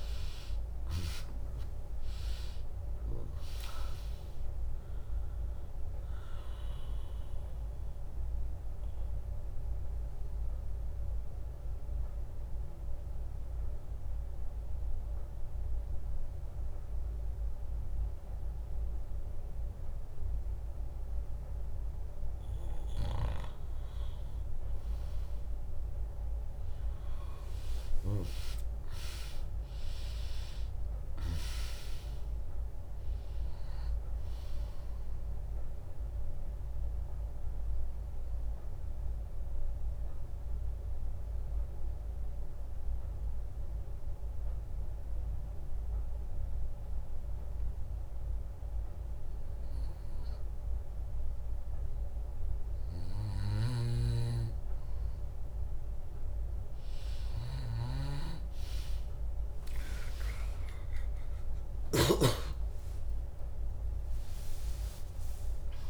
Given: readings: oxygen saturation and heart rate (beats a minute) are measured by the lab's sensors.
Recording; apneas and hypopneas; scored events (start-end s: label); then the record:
breathing in sleep by a room microphone; 2
0.00-2.00 s: arousal
0.00-15.50 s: drop in pulse transit time (device-marked, heart rate 65 extreme)
5.50-19.50 s: oxygen desaturation (device-marked, oxygen 99% before, 96% lowest, heart rate 67 before, 56 extreme)
7.50-22.50 s: obstructive apnea (oxygen 99% before, 94% lowest, heart rate 68 before, 56 extreme)
20.50-25.50 s: bradycardia (device-marked, heart rate 75 before, 56 extreme)
25.00-29.50 s: arousal
29.50-46.50 s: drop in pulse transit time (device-marked, heart rate 72 before, 60 extreme)
36.50-53.00 s: mixed apnea (oxygen 100% before, 94% lowest, heart rate 67 before, 55 extreme, up 2 after)
47.50-58.50 s: bradycardia (device-marked, heart rate 75 before, 56 extreme)
53.50-62.00 s: snoring (device-marked)
59.50-64.50 s: arousal
60.50-65.90 s: oxygen desaturation (device-marked, oxygen 100% before, 94% lowest, heart rate 66 before, 57 extreme)
62.50-65.90 s: drop in pulse transit time (device-marked, heart rate 64 before, 64 extreme)
From the record:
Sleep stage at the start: N2 (light sleep); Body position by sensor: on the back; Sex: female